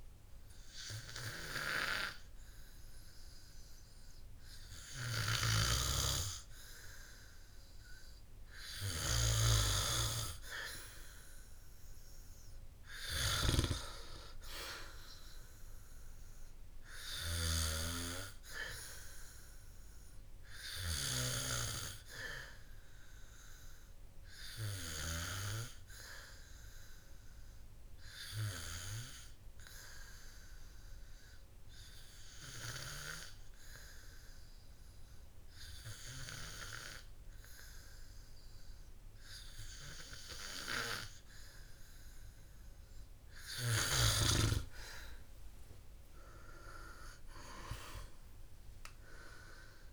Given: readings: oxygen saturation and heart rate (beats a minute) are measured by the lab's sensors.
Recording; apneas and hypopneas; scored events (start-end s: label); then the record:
breathing in sleep by a room microphone; 1
11.50-14.50 s: arousal
19.50-33.00 s: hypopnea (oxygen 98% before, 93% lowest, heart rate 58 before, 54 extreme, up 4 after)
37.00-49.93 s: oxygen desaturation (device-marked, oxygen 97% before, 93% lowest, heart rate 57 before, 53 extreme)
From the record:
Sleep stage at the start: N2 (light sleep); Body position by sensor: on the back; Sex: male